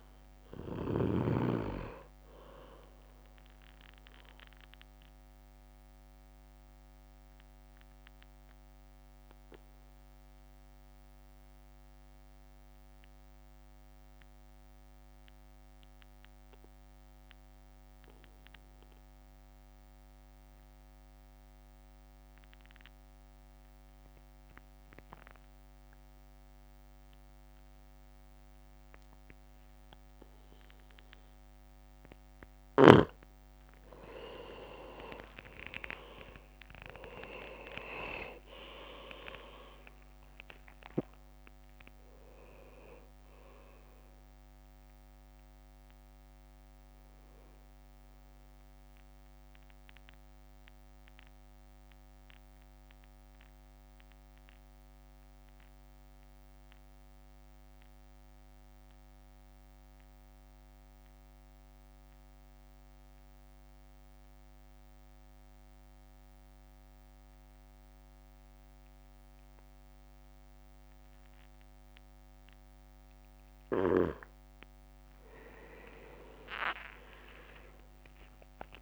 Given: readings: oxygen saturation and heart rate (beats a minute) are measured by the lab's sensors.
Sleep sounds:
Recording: breathing in sleep by a microphone on the trachea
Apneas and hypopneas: 2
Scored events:
0.00-5.50 s: drop in pulse transit time (device-marked, heart rate 55 extreme)
2.50-78.82 s: new sleep stage, REM sleep
5.00-32.00 s: obstructive apnea (oxygen 99% before, 94% lowest, heart rate 57 before, 51 extreme, up 8 after)
33.50-38.00 s: leg movement (device-marked)
33.50-39.50 s: arousal
39.50-51.50 s: drop in pulse transit time (device-marked, heart rate 55 before, 57 extreme)
50.50-74.00 s: mixed apnea (oxygen 99% before, 94% lowest, heart rate 58 before, 49 extreme, up 4 after)
75.00-77.00 s: leg movement (device-marked)
76.50-78.82 s: arousal
76.50-78.82 s: drop in pulse transit time (device-marked, heart rate 57 before, 54 extreme)
From the record:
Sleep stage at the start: N2 (light sleep)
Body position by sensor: on the back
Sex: male

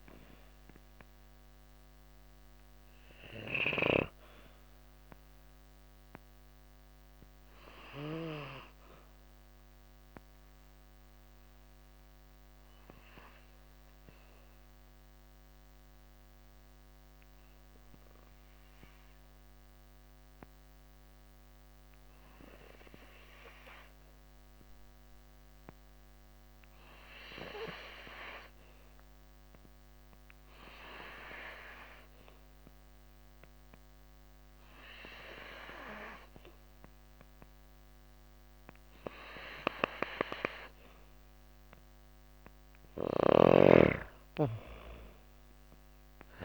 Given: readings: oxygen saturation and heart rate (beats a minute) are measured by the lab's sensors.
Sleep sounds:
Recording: breathing in sleep by a microphone on the trachea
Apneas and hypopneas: 1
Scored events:
0.00-3.00 s: oxygen desaturation (device-marked, oxygen 89% lowest)
2.50-41.00 s: obstructive apnea (oxygen 98% before, 85% lowest)
5.00-17.00 s: oxygen desaturation (device-marked, oxygen 92% before, 86% lowest)
29.00-46.45 s: oxygen desaturation (device-marked, oxygen 98% before, 90% lowest)
42.50-46.45 s: arousal
From the record:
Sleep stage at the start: N2 (light sleep)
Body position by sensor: on the back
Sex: female

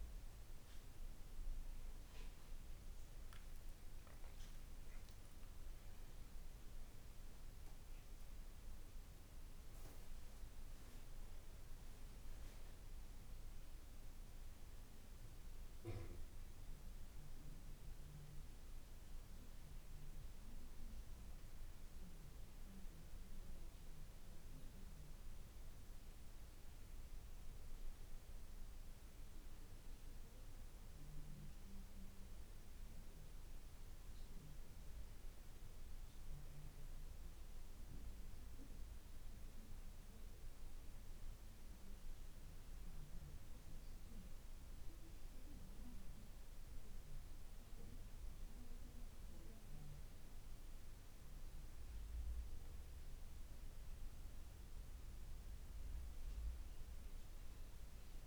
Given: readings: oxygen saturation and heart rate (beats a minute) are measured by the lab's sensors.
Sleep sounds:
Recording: breathing in sleep, hard to hear, by a room microphone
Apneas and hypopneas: none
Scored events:
3.50-9.00 s: arousal
From the record:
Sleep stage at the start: N2 (light sleep)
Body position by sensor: on the back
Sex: male

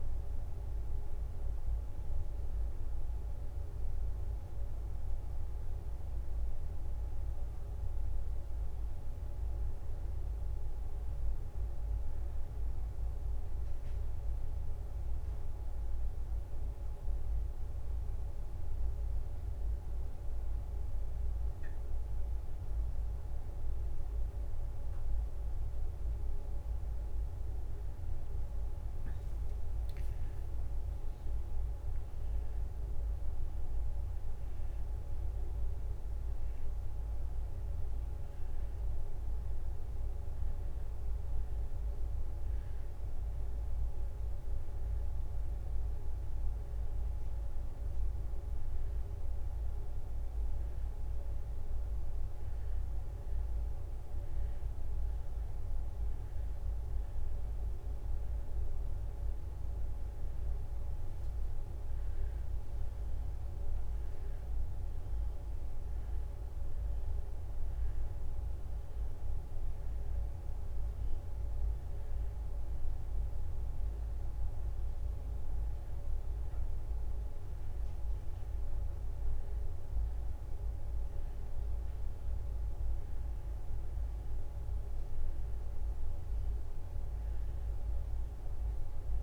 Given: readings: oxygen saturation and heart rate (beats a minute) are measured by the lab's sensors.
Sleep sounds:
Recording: breathing in sleep, hard to hear, by a room microphone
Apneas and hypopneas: 1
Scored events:
2.00-9.00 s: leg movement (device-marked)
12.00-18.00 s: leg movement (device-marked)
20.50-25.50 s: leg movement (device-marked)
26.50-36.50 s: leg movement (device-marked)
36.50-40.50 s: arousal
37.50-45.50 s: leg movement (device-marked)
43.00-60.50 s: obstructive apnea (oxygen 94% before, 93% lowest, heart rate 70 before, 63 extreme, up 4 after)
47.00-54.50 s: leg movement (device-marked)
48.00-63.00 s: drop in pulse transit time (device-marked, heart rate 69 before, 65 extreme)
58.00-65.50 s: leg movement (device-marked)
63.50-68.00 s: arousal
From the record:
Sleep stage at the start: N2 (light sleep)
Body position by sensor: on the back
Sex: female

